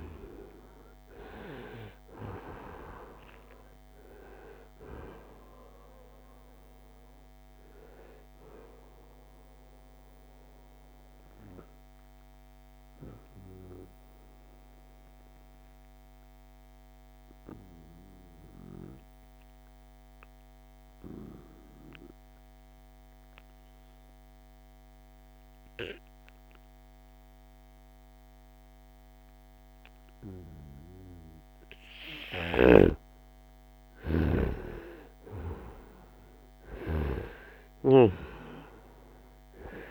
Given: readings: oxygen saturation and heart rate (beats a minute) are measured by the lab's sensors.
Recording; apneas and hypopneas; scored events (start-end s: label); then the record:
breathing in sleep by a microphone on the trachea; 1
0.00-3.00 s: arousal
0.50-7.50 s: oxygen desaturation (device-marked, oxygen 94% before, 88% lowest, heart rate 67 before, 67 extreme)
11.00-31.50 s: obstructive apnea (oxygen 96% before, 88% lowest, heart rate 76 before, 67 extreme, up 7 after)
31.50-36.50 s: snoring (device-marked)
33.00-37.50 s: arousal
33.50-39.91 s: oxygen desaturation (device-marked, oxygen 96% before, 90% lowest, heart rate 70 before, 63 extreme)
From the record:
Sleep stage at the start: N2 (light sleep); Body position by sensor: on the right side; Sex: male